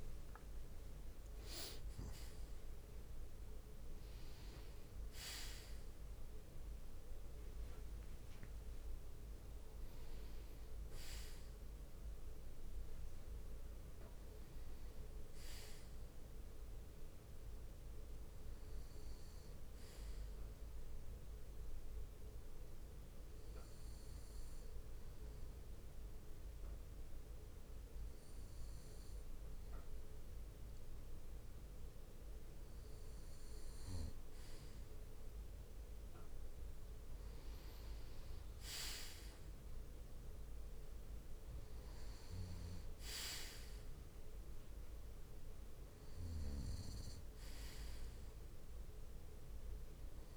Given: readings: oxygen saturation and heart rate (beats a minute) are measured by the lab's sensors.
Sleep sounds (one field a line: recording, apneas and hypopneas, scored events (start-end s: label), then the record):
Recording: breathing in sleep, hard to hear, by a room microphone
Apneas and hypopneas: 1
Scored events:
0.00-1.00 s: arousal
19.50-31.00 s: hypopnea (oxygen 95% before, 94% lowest, heart rate 67 before, 59 extreme, up 9 after)
35.00-39.00 s: arousal
From the record:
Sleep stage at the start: N2 (light sleep)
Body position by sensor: on the back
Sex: male